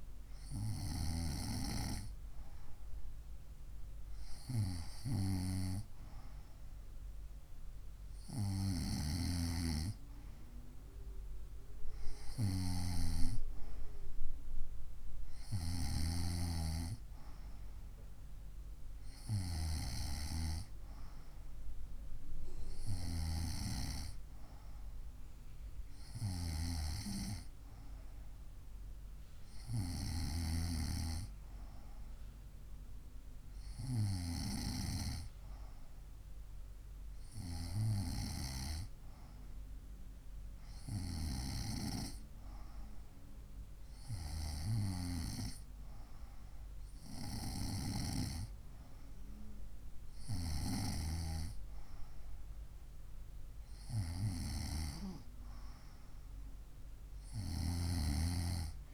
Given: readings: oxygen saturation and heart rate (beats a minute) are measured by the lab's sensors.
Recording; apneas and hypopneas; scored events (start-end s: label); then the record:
breathing in sleep by a room microphone; none
none scored
From the record:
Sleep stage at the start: N2 (light sleep); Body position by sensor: on the right side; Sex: female